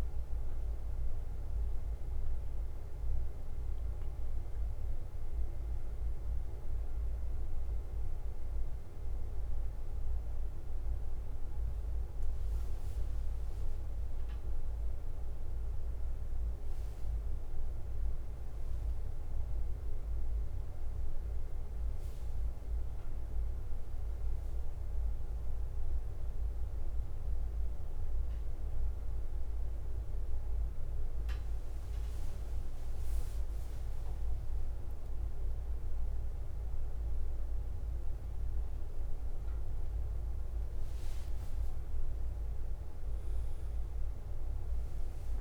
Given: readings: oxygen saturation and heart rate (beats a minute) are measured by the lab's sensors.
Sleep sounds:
breathing in sleep, hard to hear, by a room microphone; none
0.00-45.41 s: bradycardia (device-marked, heart rate 35 extreme)
17.00-22.50 s: arousal
From the record:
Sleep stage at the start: N1 (lightest sleep); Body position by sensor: on the back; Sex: male

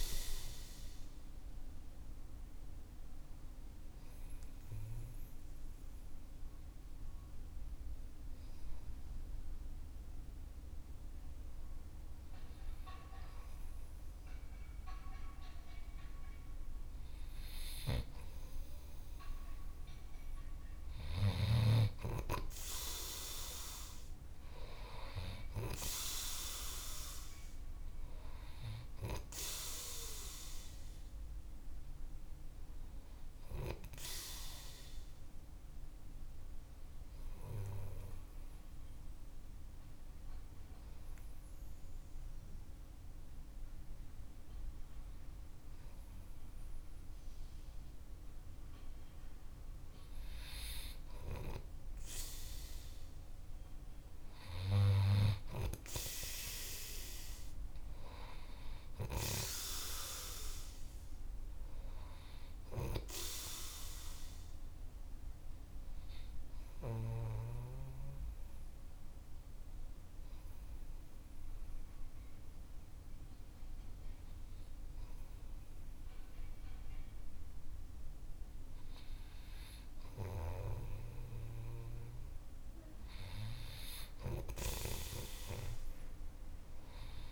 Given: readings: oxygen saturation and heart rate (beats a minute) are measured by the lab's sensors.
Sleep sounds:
breathing in sleep by a room microphone; 3
0.50-16.50 s: hypopnea (oxygen 96% before, 91% lowest, heart rate 52 before, 49 extreme, up 4 after)
15.00-25.00 s: oxygen desaturation (device-marked, oxygen 96% before, 91% lowest, heart rate 51 before, 49 extreme)
18.00-22.00 s: snoring (device-marked)
20.00-24.50 s: arousal
34.50-48.00 s: hypopnea (oxygen 96% before, 92% lowest, heart rate 52 before, 48 extreme, up 2 after)
49.00-59.00 s: oxygen desaturation (device-marked, oxygen 96% before, 93% lowest, heart rate 51 before, 51 extreme)
53.50-57.50 s: arousal
65.50-80.50 s: hypopnea (oxygen 96% before, 92% lowest, heart rate 51 before, 50 extreme, up 3 after)
84.00-87.32 s: oxygen desaturation (device-marked, oxygen 96% before, 92% lowest, heart rate 52 before, 50 extreme)
84.50-87.32 s: arousal
84.50-87.32 s: snoring (device-marked)
From the record:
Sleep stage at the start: N2 (light sleep); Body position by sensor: on the right side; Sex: male

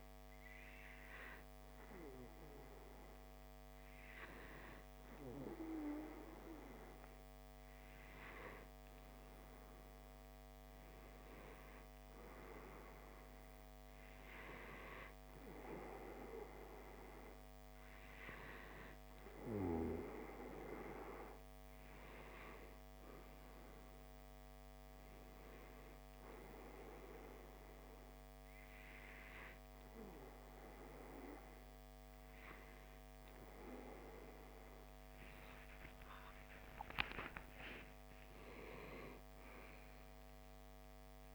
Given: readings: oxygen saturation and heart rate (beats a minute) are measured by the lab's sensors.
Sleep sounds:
breathing in sleep by a microphone on the trachea; 1
20.00-23.50 s: arousal
25.50-36.50 s: obstructive apnea (oxygen 95% before, 93% lowest, heart rate 59 before, 60 extreme, up 12 after)
37.50-41.35 s: arousal
From the record:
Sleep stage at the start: N2 (light sleep); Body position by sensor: on the left side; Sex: male

